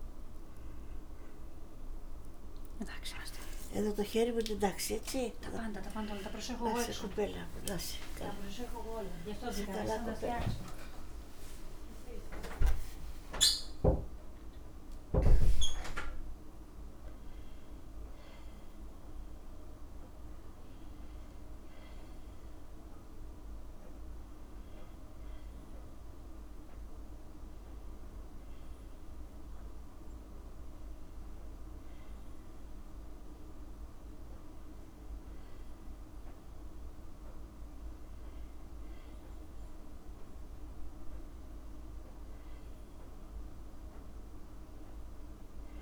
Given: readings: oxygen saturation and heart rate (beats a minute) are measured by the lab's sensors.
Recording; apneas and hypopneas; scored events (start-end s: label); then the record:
a person awake in a sleep study, by a room microphone; none
9.50-11.50 s: long interval between heartbeats (device-marked, heart rate 61 before, 76 extreme)
From the record:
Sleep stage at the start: awake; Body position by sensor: on the back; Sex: female